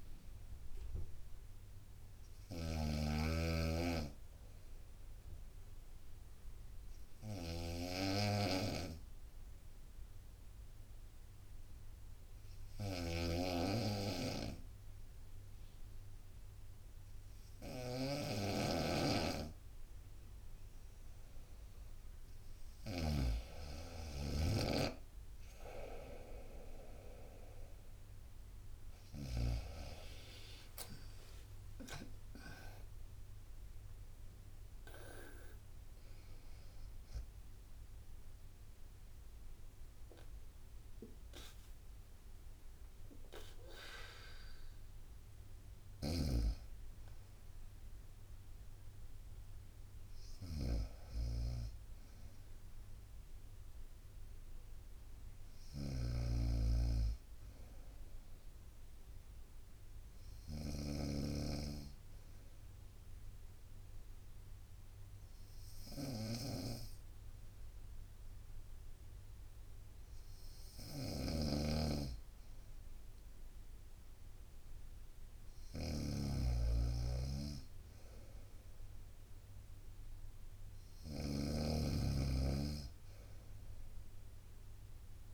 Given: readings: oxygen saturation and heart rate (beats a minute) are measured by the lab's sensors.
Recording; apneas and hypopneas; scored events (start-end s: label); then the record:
breathing in sleep by a room microphone; 2
0.00-6.00 s: bradycardia (device-marked, heart rate 57 extreme)
0.00-23.00 s: snoring (device-marked)
2.50-21.00 s: obstructive apnea (oxygen 96% before, 94% lowest, heart rate 63 before, 59 extreme, up 1 after)
28.00-48.00 s: drop in pulse transit time (device-marked, heart rate 61 before, 61 extreme)
30.50-34.00 s: arousal
31.00-33.00 s: long interval between heartbeats (device-marked, heart rate 62 before, 79 extreme)
46.00-61.00 s: snoring (device-marked)
52.00-59.00 s: bradycardia (device-marked, heart rate 62 before, 57 extreme)
60.50-71.50 s: obstructive apnea (oxygen 98% before, 94% lowest, heart rate 62 before, 58 extreme, up 3 after)
70.50-85.34 s: snoring (device-marked)
74.00-77.50 s: arousal
From the record:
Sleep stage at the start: N2 (light sleep); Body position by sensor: on the right side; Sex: female